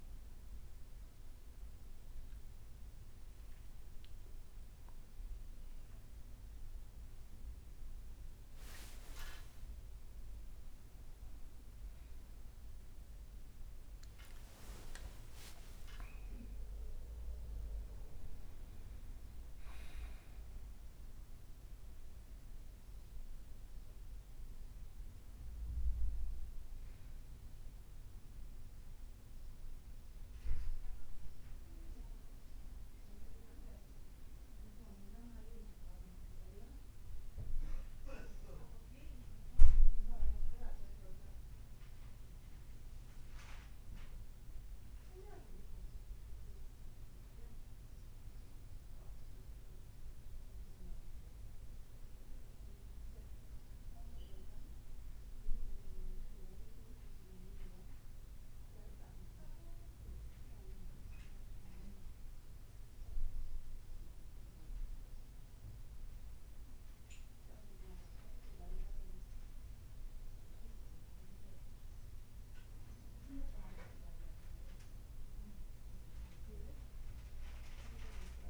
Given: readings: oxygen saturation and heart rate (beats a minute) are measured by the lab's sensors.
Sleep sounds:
a person partly awake in a sleep study, by a room microphone; 1
8.00-10.00 s: leg movement (device-marked)
13.00-16.00 s: leg movement (device-marked)
15.00-17.00 s: long interval between heartbeats (device-marked, heart rate 71 before, 89 extreme)
36.00-78.50 s: new sleep stage, N1 (lightest sleep)
37.50-52.00 s: hypopnea (oxygen 99% before, 94% lowest, heart rate 72 before, 65 extreme, up 1 after)
49.00-57.50 s: leg movement (device-marked)
49.00-62.00 s: oxygen desaturation (device-marked, oxygen 98% before, 95% lowest, heart rate 65 before, 65 extreme)
54.50-59.00 s: arousal
70.50-78.50 s: leg movement (device-marked)
From the record:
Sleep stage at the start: awake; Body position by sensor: on the back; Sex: male

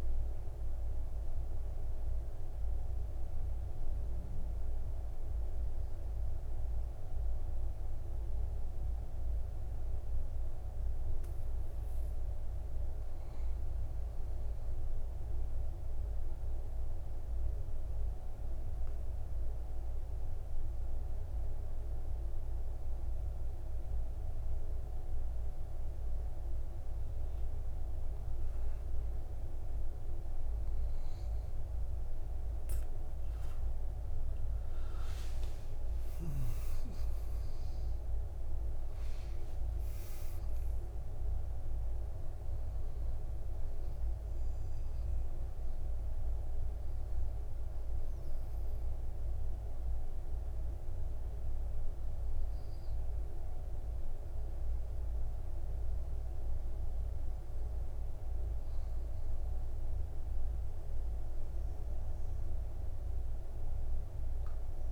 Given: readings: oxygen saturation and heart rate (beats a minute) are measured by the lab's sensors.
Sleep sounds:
breathing in sleep, hard to hear, by a room microphone; 1
13.50-16.50 s: arousal
18.50-32.00 s: obstructive apnea (oxygen 99% before, 91% lowest, heart rate 59 before, 56 extreme, up 7 after)
24.00-35.00 s: oxygen desaturation (device-marked, oxygen 99% before, 96% lowest, heart rate 57 before, 56 extreme)
35.50-39.50 s: arousal
49.00-64.92 s: oxygen desaturation (device-marked, oxygen 97% before, 91% lowest, heart rate 61 before, 58 extreme)
From the record:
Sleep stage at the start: REM sleep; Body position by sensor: on the back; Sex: male

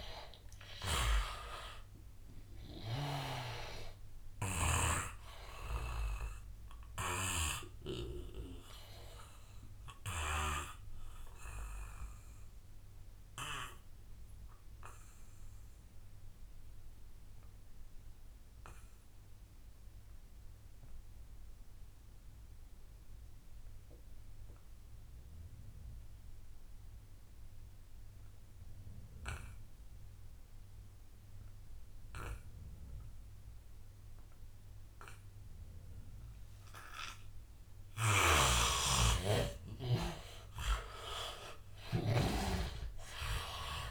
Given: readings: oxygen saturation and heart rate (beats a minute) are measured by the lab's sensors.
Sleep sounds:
breathing in sleep by a room microphone; 1
0.00-20.50 s: oxygen desaturation (device-marked, oxygen 81% lowest, heart rate 76 extreme)
6.00-38.00 s: obstructive apnea (oxygen 99% before, 80% lowest, heart rate 87 before, 76 extreme, up 12 after)
28.50-43.90 s: oxygen desaturation (device-marked, oxygen 99% before, 80% lowest, heart rate 85 before, 79 extreme)
38.00-42.50 s: snoring (device-marked)
42.00-43.90 s: arousal
From the record:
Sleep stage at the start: N2 (light sleep); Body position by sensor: on the back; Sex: male

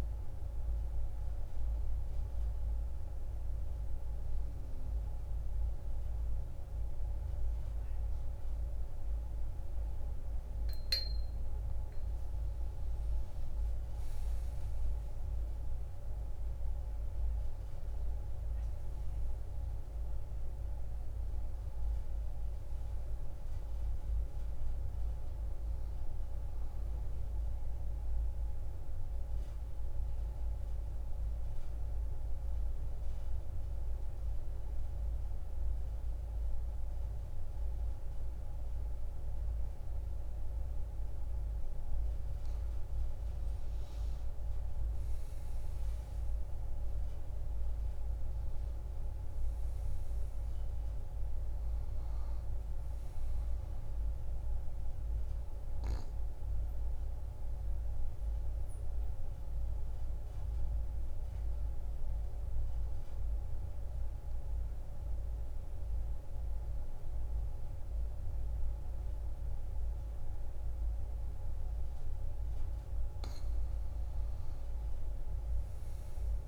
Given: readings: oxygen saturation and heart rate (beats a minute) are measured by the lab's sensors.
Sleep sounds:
breathing in sleep, hard to hear, by a room microphone; 3
1.00-11.50 s: obstructive apnea (oxygen 99% before, 94% lowest)
13.50-16.50 s: arousal
27.00-42.50 s: obstructive apnea (oxygen 98% before, 92% lowest)
44.00-46.50 s: arousal
46.50-66.50 s: oxygen desaturation (device-marked, oxygen 98% before, 94% lowest)
55.00-72.00 s: obstructive apnea (oxygen 98% before, 91% lowest)
74.00-76.48 s: arousal
From the record:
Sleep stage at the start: N2 (light sleep); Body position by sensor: on the back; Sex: female

